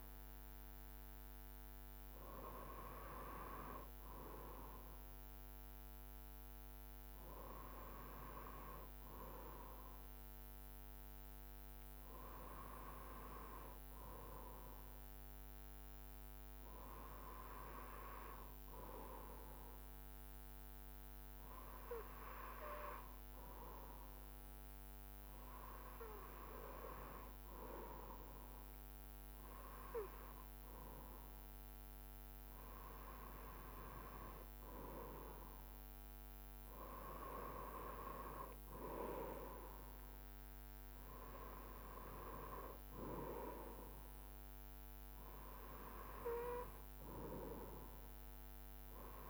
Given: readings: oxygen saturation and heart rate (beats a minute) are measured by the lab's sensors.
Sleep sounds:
breathing in sleep by a microphone on the trachea; 1
17.50-30.50 s: hypopnea (oxygen 95% before, 93% lowest, heart rate 72 before, 72 extreme, up 1 after)
33.50-36.50 s: arousal
From the record:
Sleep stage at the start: N2 (light sleep); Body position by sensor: on the right side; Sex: male

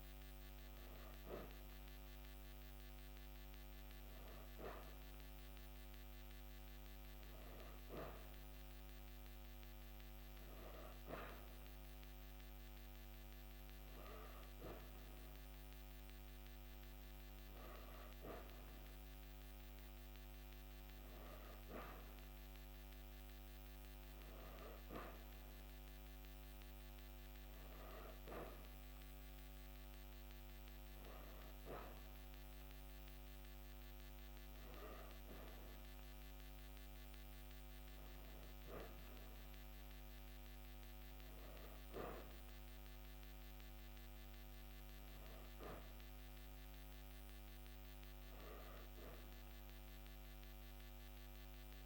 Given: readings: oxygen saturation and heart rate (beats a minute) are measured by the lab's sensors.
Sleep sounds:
breathing in sleep by a microphone on the trachea; none
none scored
From the record:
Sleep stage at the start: N3 (deep sleep); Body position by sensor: on the back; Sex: female

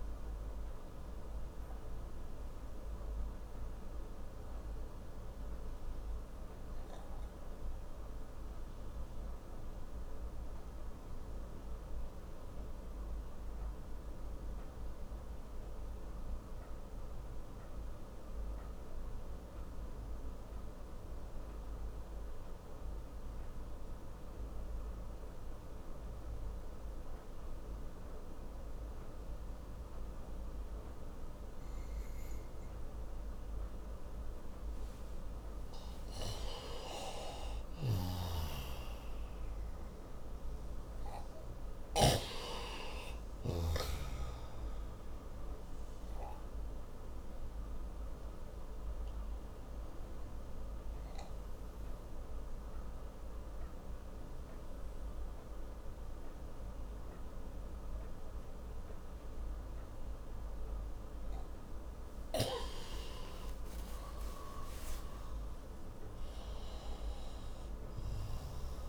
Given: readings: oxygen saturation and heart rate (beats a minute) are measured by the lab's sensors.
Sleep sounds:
breathing in sleep by a room microphone; 2
0.00-22.00 s: oxygen desaturation (device-marked, oxygen 88% lowest)
2.00-35.00 s: obstructive apnea (oxygen 97% before, 88% lowest)
32.00-68.89 s: oxygen desaturation (device-marked, oxygen 98% before, 89% lowest)
36.00-39.50 s: arousal
45.50-61.00 s: obstructive apnea (oxygen 98% before, 89% lowest)
63.00-66.50 s: arousal
From the record:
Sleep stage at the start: N2 (light sleep); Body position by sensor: on the right side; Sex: male

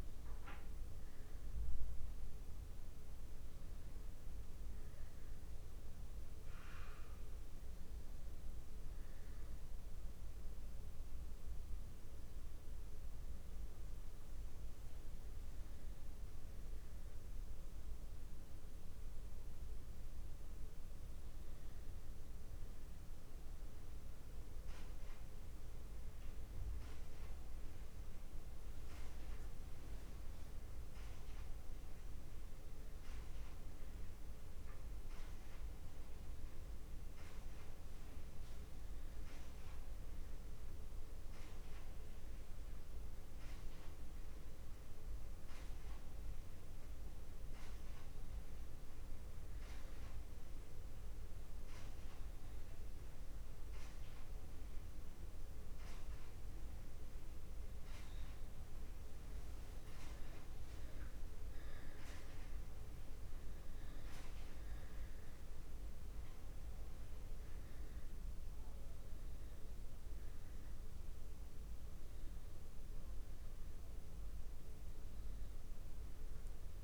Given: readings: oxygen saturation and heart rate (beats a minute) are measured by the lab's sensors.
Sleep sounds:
breathing in sleep, hard to hear, by a room microphone; 1
0.00-2.00 s: arousal
33.00-36.50 s: arousal
40.50-57.00 s: obstructive apnea (oxygen 98% before, 95% lowest)
59.00-63.50 s: arousal
From the record:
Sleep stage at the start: N2 (light sleep); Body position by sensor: on the back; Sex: male

